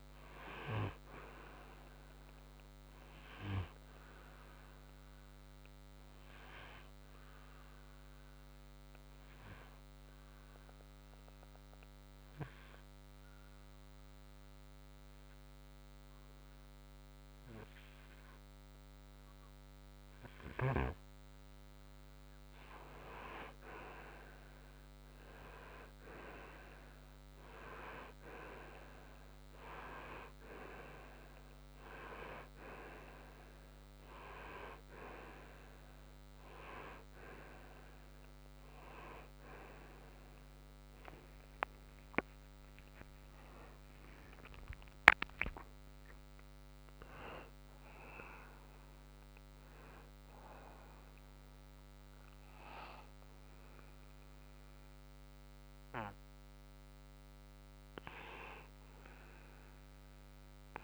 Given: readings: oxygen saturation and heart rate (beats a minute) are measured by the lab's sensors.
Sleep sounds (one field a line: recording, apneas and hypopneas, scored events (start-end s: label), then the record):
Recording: breathing in sleep by a microphone on the trachea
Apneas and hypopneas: 1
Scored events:
4.00-20.50 s: obstructive apnea (oxygen 96% before, 90% lowest, heart rate 69 before, 60 extreme, up 7 after)
8.50-18.50 s: oxygen desaturation (device-marked, oxygen 95% before, 90% lowest, heart rate 68 before, 61 extreme)
24.00-27.50 s: arousal
42.00-44.50 s: arousal
50.50-60.84 s: oxygen desaturation (device-marked, oxygen 95% before, 91% lowest, heart rate 70 before, 62 extreme)
From the record:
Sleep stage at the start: N2 (light sleep)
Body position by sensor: on the front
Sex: male